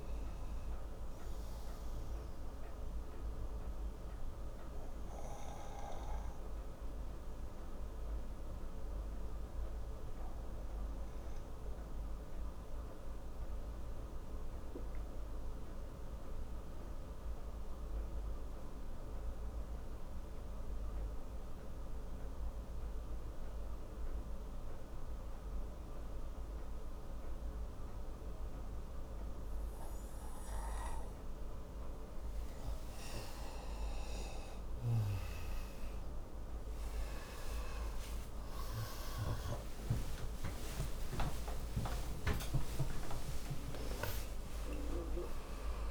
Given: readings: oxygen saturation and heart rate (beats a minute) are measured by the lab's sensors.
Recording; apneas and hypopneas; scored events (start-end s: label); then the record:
a person partly awake in a sleep study, by a room microphone; 1
0.00-12.00 s: oxygen desaturation (device-marked, oxygen 92% lowest)
2.00-31.50 s: obstructive apnea (oxygen 97% before, 92% lowest)
27.00-45.91 s: new sleep stage, awake
From the record:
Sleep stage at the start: N2 (light sleep); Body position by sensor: on the right side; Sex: male